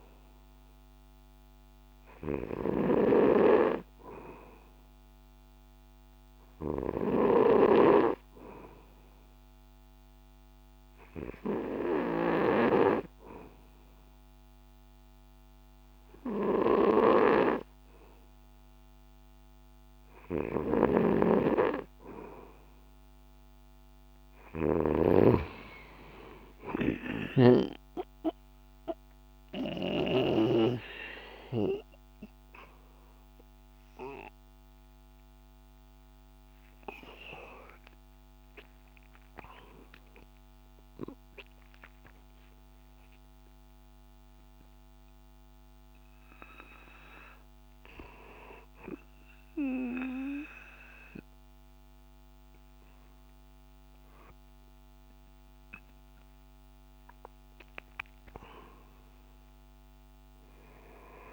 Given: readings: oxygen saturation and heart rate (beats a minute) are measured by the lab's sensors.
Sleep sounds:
breathing in sleep by a microphone on the trachea; 1
0.00-12.50 s: snoring (device-marked)
2.50-6.00 s: arousal
9.00-20.50 s: hypopnea (oxygen 96% before, 93% lowest, heart rate 65 before, 62 extreme, up 1 after)
20.50-25.00 s: snoring (device-marked)
23.00-26.50 s: arousal
27.00-30.50 s: snoring (device-marked)
37.50-41.00 s: arousal
From the record:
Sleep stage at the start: N2 (light sleep); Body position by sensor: on the back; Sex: male

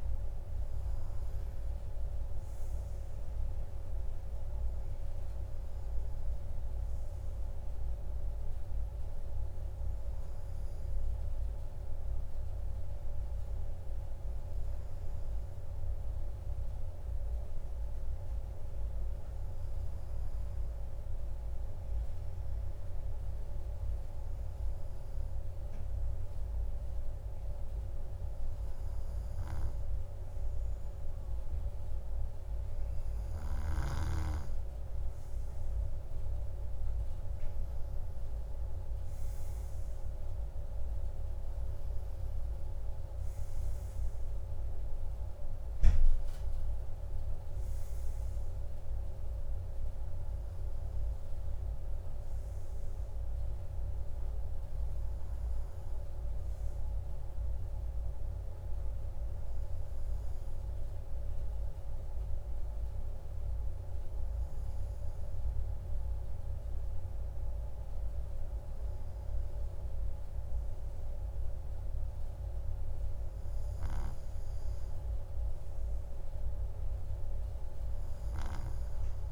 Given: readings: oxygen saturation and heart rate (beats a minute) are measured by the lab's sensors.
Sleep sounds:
breathing in sleep, hard to hear, by a room microphone; none
37.50-42.00 s: arousal
From the record:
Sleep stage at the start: N2 (light sleep); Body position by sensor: on the right side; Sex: male

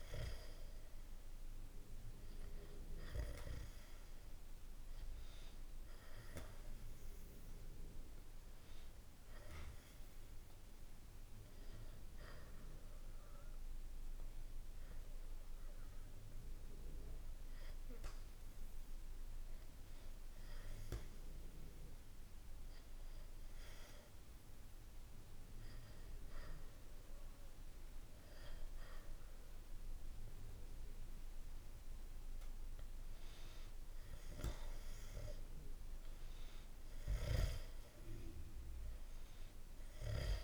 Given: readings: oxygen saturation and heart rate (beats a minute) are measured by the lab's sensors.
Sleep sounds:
breathing in sleep by a room microphone; 1
20.50-31.50 s: obstructive apnea (oxygen 94% before, 92% lowest, heart rate 64 before, 61 extreme, up 0 after)
34.00-38.00 s: arousal
From the record:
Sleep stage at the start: REM sleep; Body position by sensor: on the back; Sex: male

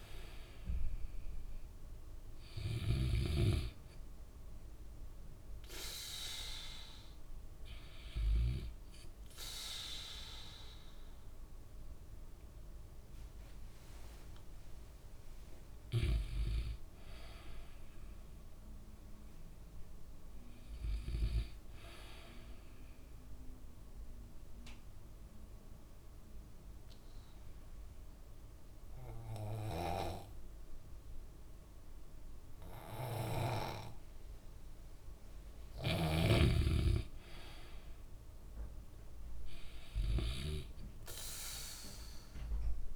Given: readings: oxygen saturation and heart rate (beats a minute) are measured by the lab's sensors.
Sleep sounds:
breathing in sleep by a room microphone; 1
0.00-15.50 s: oxygen desaturation (device-marked, oxygen 89% lowest, heart rate 58 extreme)
17.00-19.50 s: arousal
23.00-35.50 s: obstructive apnea (oxygen 97% before, 92% lowest, heart rate 63 before, 62 extreme, up 8 after)
37.50-40.50 s: arousal
40.50-42.96 s: oxygen desaturation (device-marked, oxygen 96% before, 92% lowest, heart rate 65 before, 62 extreme)
From the record:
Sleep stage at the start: N2 (light sleep); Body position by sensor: on the back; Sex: male

